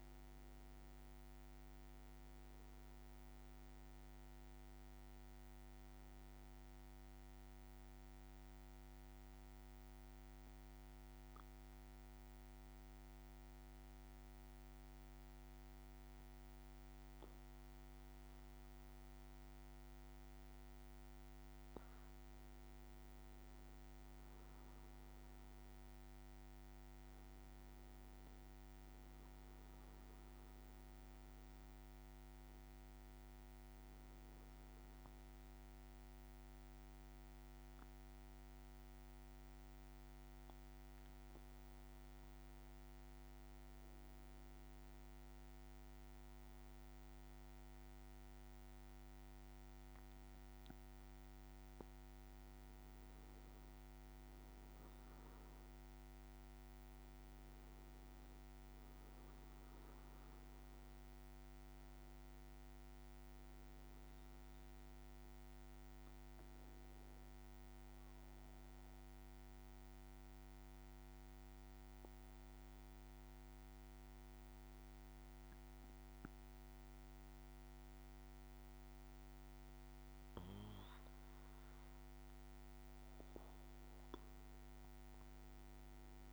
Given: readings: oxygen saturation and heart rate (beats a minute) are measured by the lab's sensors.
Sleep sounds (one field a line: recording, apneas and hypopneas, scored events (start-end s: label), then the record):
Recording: breathing in sleep, hard to hear, by a microphone on the trachea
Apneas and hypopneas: 3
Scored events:
7.00-21.50 s: mixed apnea (oxygen 96% before, 94% lowest, heart rate 57 before, 53 extreme, up 4 after)
24.00-30.00 s: arousal
35.50-52.00 s: mixed apnea (oxygen 98% before, 94% lowest, heart rate 56 before, 53 extreme, up 6 after)
54.50-59.00 s: arousal
62.00-79.00 s: oxygen desaturation (device-marked, oxygen 98% before, 94% lowest, heart rate 56 before, 54 extreme)
64.50-80.50 s: obstructive apnea (oxygen 98% before, 94% lowest, heart rate 56 before, 54 extreme, up 3 after)
From the record:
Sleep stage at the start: N2 (light sleep)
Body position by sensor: on the back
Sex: male